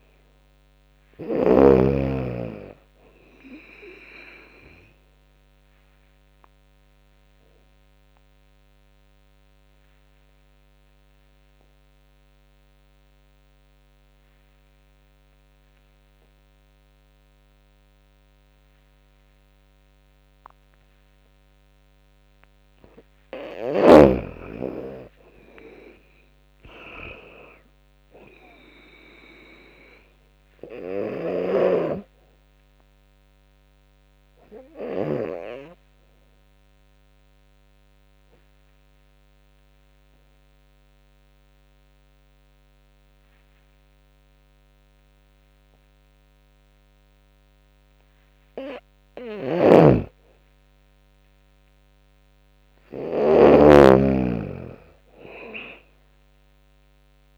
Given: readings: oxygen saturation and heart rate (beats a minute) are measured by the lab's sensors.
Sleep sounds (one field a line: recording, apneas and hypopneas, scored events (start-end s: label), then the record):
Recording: breathing in sleep by a microphone on the trachea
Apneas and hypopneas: 2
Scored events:
0.00-1.00 s: snoring (device-marked)
0.00-9.50 s: drop in pulse transit time (device-marked, heart rate 76 extreme)
6.00-22.50 s: obstructive apnea (oxygen 99% before, 93% lowest, heart rate 74 before, 64 extreme, up 18 after)
24.50-27.50 s: arousal
24.50-37.50 s: drop in pulse transit time (device-marked, heart rate 72 before, 70 extreme)
27.50-38.50 s: oxygen desaturation (device-marked, oxygen 99% before, 94% lowest, heart rate 72 before, 65 extreme)
30.50-35.00 s: snoring (device-marked)
30.50-47.50 s: obstructive apnea (oxygen 99% before, 92% lowest, heart rate 73 before, 65 extreme, up 18 after)
49.00-53.00 s: snoring (device-marked)
50.00-53.00 s: arousal
51.50-57.38 s: drop in pulse transit time (device-marked, heart rate 71 before, 76 extreme)
53.50-57.38 s: oxygen desaturation (device-marked, oxygen 98% before, 94% lowest, heart rate 71 before, 64 extreme)
From the record:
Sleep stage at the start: N2 (light sleep)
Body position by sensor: on the back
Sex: female